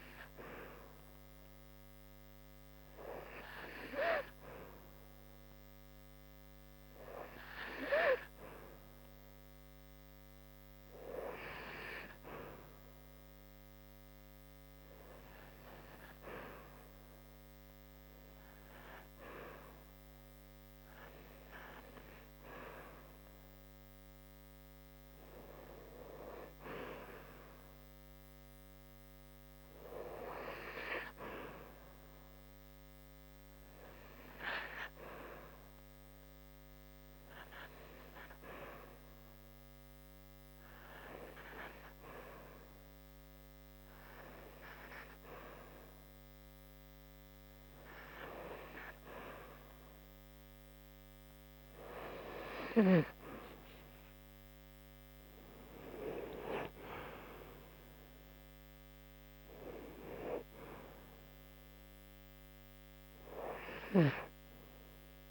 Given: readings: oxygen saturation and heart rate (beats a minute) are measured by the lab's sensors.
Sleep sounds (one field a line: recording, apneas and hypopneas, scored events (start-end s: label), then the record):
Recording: breathing in sleep by a microphone on the trachea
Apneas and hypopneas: 1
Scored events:
33.50-49.50 s: obstructive apnea (oxygen 93% before, 90% lowest)
51.50-55.00 s: arousal
From the record:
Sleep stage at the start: REM sleep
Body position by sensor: on the back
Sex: female